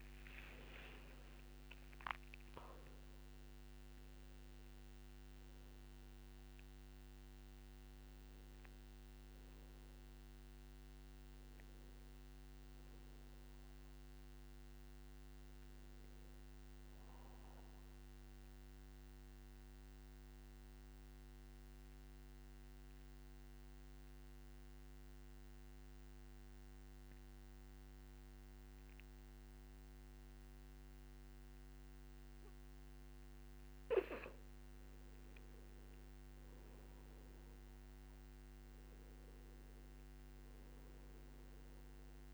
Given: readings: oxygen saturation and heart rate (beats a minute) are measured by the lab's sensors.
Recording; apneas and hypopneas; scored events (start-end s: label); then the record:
breathing in sleep, hard to hear, by a microphone on the trachea; 1
0.00-1.50 s: long interval between heartbeats (device-marked, heart rate 69 extreme)
0.00-3.50 s: arousal
0.00-18.00 s: oxygen desaturation (device-marked, oxygen 99% before, 91% lowest, heart rate 55 before, 53 extreme)
1.50-3.50 s: long interval between heartbeats (device-marked, heart rate 56 before, 88 extreme)
19.50-34.00 s: central apnea (oxygen 99% before, 91% lowest, heart rate 73 before, 51 extreme, up 10 after)
36.00-40.00 s: arousal
37.00-42.34 s: oxygen desaturation (device-marked, oxygen 99% before, 91% lowest, heart rate 58 before, 51 extreme)
From the record:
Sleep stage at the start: N2 (light sleep); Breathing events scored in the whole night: 202 in 4.0 hours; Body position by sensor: on the back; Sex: male